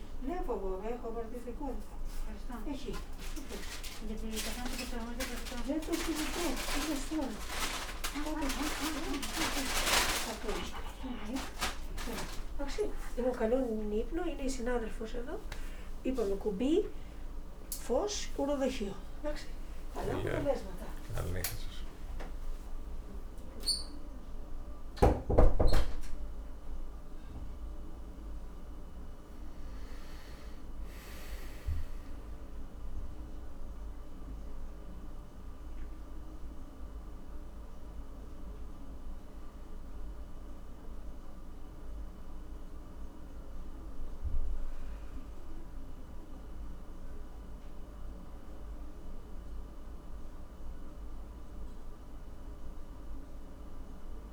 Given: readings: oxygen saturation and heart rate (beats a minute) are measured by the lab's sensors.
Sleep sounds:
a person awake in a sleep study, by a room microphone; none
none scored
From the record:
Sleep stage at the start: awake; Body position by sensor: on the back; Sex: male

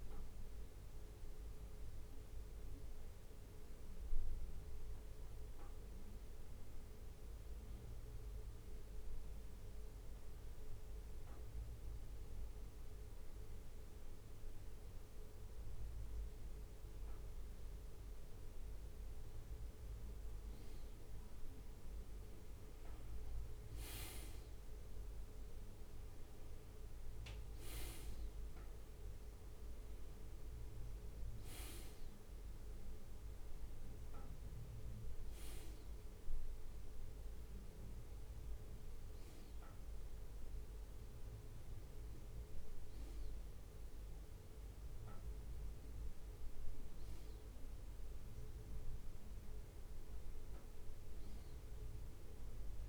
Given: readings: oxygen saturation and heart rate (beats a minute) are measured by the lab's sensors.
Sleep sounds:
a person awake in a sleep study, hard to hear, by a room microphone; 1
0.00-7.50 s: oxygen desaturation (device-marked, oxygen 95% lowest, heart rate 61 extreme)
1.00-5.00 s: arousal
8.00-20.00 s: obstructive apnea (oxygen 98% before, 94% lowest, heart rate 62 before, 61 extreme, up 4 after)
20.50-52.89 s: new sleep stage, awake
From the record:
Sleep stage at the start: N1 (lightest sleep); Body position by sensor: on the right side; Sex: male

